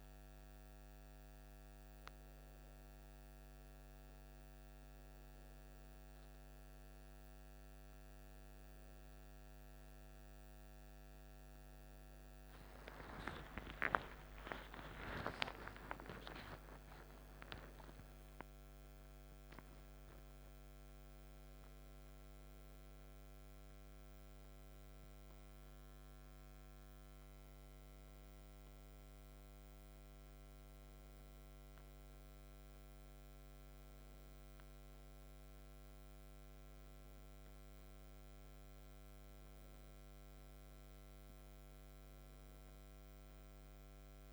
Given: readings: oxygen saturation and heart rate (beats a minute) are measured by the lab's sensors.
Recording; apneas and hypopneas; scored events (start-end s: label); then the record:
breathing in sleep by a microphone on the trachea; none
none scored
From the record:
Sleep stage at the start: N1 (lightest sleep); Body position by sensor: on the back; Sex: male